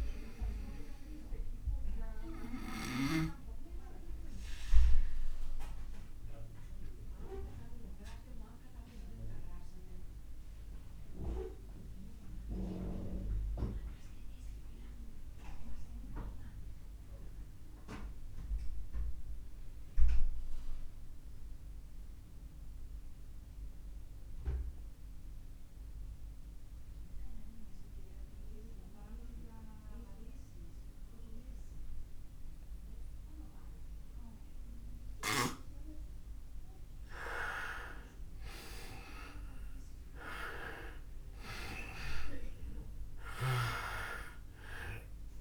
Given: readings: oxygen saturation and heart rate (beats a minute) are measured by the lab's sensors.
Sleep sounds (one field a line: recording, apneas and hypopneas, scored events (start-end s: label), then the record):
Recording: breathing in sleep by a room microphone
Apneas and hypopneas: 1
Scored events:
0.00-16.50 s: oxygen desaturation (device-marked, oxygen 83% lowest)
1.50-36.00 s: obstructive apnea (oxygen 98% before, 83% lowest)
37.50-45.41 s: oxygen desaturation (device-marked, oxygen 99% before, 86% lowest, heart rate 34 before, 25 extreme)
38.00-42.00 s: arousal
43.00-45.41 s: snoring (device-marked)
From the record:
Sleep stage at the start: N2 (light sleep)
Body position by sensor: on the back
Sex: male